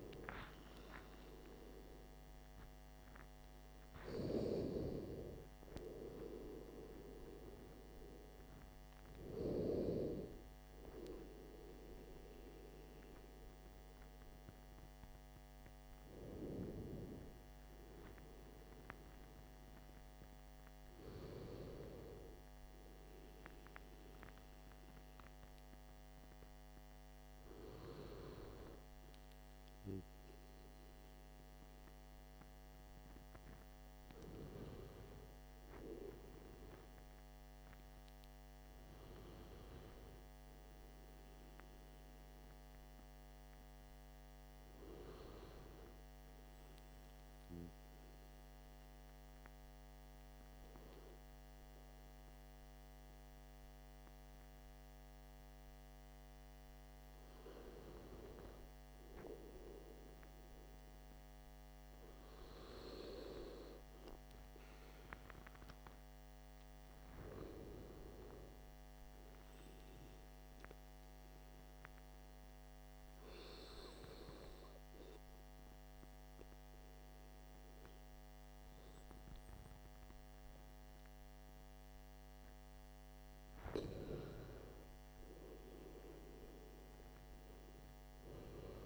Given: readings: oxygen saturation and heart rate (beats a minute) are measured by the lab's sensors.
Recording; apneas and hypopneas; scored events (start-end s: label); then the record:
breathing in sleep by a microphone on the trachea; 1
0.00-19.50 s: oxygen desaturation (device-marked, oxygen 75% lowest, heart rate 48 extreme)
44.00-57.00 s: hypopnea (oxygen 98% before, 95% lowest, heart rate 66 before, 58 extreme, up 11 after)
59.00-62.50 s: arousal
From the record:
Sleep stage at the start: N2 (light sleep); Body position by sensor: on the back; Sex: male